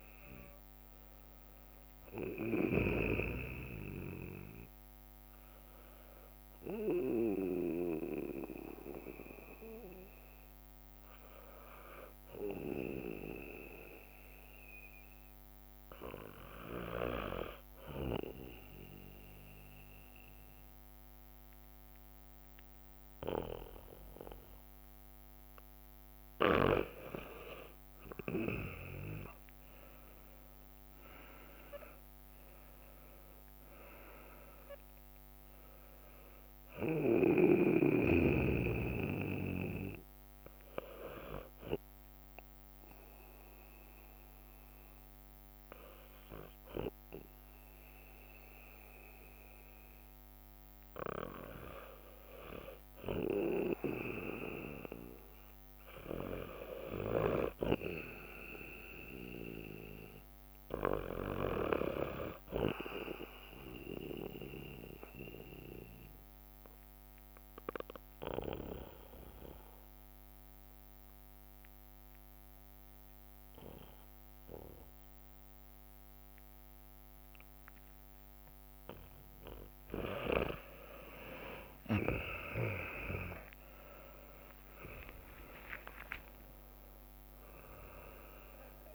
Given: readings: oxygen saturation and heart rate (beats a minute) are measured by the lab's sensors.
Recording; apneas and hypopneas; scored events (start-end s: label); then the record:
breathing in sleep by a microphone on the trachea; 3
0.00-10.00 s: oxygen desaturation (device-marked, oxygen 94% lowest, heart rate 58 extreme)
1.00-10.00 s: leg movement (device-marked)
5.00-14.00 s: bradycardia (device-marked, heart rate 66 before, 58 extreme)
7.50-25.50 s: hypopnea (oxygen 100% before, 94% lowest, heart rate 65 before, 58 extreme, up 6 after)
8.00-29.00 s: drop in pulse transit time (device-marked, heart rate 65 before, 58 extreme)
27.00-48.00 s: oxygen desaturation (device-marked, oxygen 99% before, 94% lowest, heart rate 60 before, 58 extreme)
29.00-33.50 s: arousal
39.00-49.00 s: bradycardia (device-marked, heart rate 66 before, 58 extreme)
40.00-51.00 s: hypopnea (oxygen 99% before, 90% lowest, heart rate 63 before, 59 extreme, up 4 after)
44.00-56.00 s: drop in pulse transit time (device-marked, heart rate 62 before, 58 extreme)
48.50-56.50 s: leg movement (device-marked)
53.50-57.50 s: arousal
57.00-59.00 s: bradycardia (device-marked, heart rate 66 before, 61 extreme)
57.00-63.50 s: leg movement (device-marked)
64.00-79.00 s: obstructive apnea (oxygen 99% before, 90% lowest, heart rate 60 before, 59 extreme, up 48 after)
65.00-72.50 s: leg movement (device-marked)
73.00-75.00 s: bradycardia (device-marked, heart rate 66 before, 60 extreme)
74.00-83.00 s: leg movement (device-marked)
78.00-88.95 s: new sleep stage, awake
81.00-88.95 s: oxygen desaturation (device-marked, oxygen 97% before, 90% lowest, heart rate 60 before, 57 extreme)
83.00-88.95 s: tachycardia (device-marked, heart rate 66 before, 165 extreme)
85.50-87.50 s: long interval between heartbeats (device-marked, heart rate 61 before, 90 extreme)
From the record:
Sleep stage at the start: N2 (light sleep); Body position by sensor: on the back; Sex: male